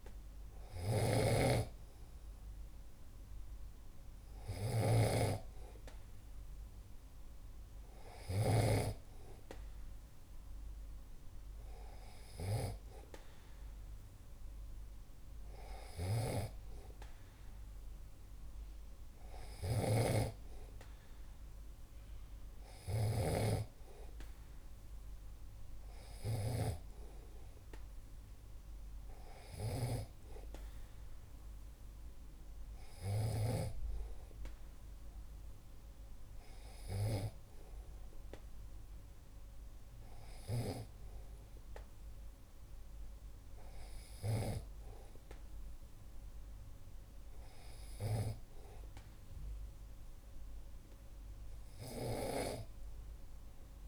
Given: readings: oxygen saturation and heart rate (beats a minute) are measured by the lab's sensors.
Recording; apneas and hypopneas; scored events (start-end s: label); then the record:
breathing in sleep by a room microphone; none
0.00-9.00 s: snoring (device-marked)
16.00-23.50 s: snoring (device-marked)
29.50-33.50 s: snoring (device-marked)
From the record:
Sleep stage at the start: N2 (light sleep); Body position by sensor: on the back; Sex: male